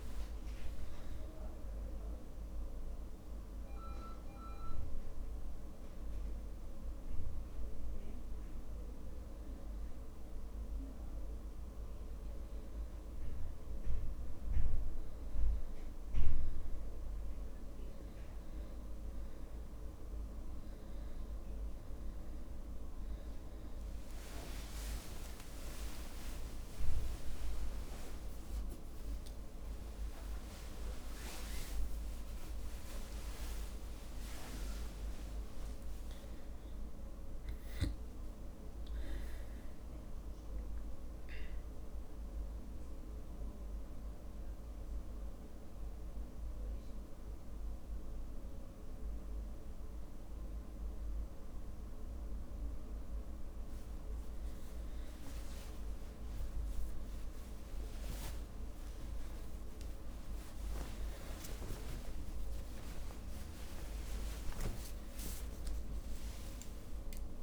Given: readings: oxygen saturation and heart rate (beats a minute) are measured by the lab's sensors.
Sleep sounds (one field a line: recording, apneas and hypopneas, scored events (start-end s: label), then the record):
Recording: breathing in sleep, hard to hear, by a room microphone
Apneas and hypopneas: 2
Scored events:
0.00-1.00 s: arousal
3.00-16.00 s: hypopnea (oxygen 97% before, 95% lowest)
5.50-7.50 s: long interval between heartbeats (device-marked)
6.50-15.50 s: drop in pulse transit time (device-marked)
19.50-21.50 s: long interval between heartbeats (device-marked)
26.50-43.50 s: oxygen desaturation (device-marked, oxygen 98% before, 95% lowest)
27.50-29.50 s: drop in pulse transit time (device-marked)
32.50-34.50 s: long interval between heartbeats (device-marked)
34.50-39.00 s: arousal
36.00-38.00 s: long interval between heartbeats (device-marked, heart rate 32 before, 63 extreme)
40.50-50.50 s: drop in pulse transit time (device-marked, heart rate 39 before, 36 extreme)
41.50-53.00 s: obstructive apnea (oxygen 98% before, 95% lowest)
47.50-49.50 s: long interval between heartbeats (device-marked, heart rate 45 before, 61 extreme)
54.00-56.00 s: long interval between heartbeats (device-marked, heart rate 50 before, 39 extreme)
59.00-64.50 s: arousal
61.50-67.43 s: drop in pulse transit time (device-marked, heart rate 42 before, 25 extreme)
64.50-66.50 s: long interval between heartbeats (device-marked, heart rate 41 before, 47 extreme)
From the record:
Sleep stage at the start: N2 (light sleep)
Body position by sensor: on the back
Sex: male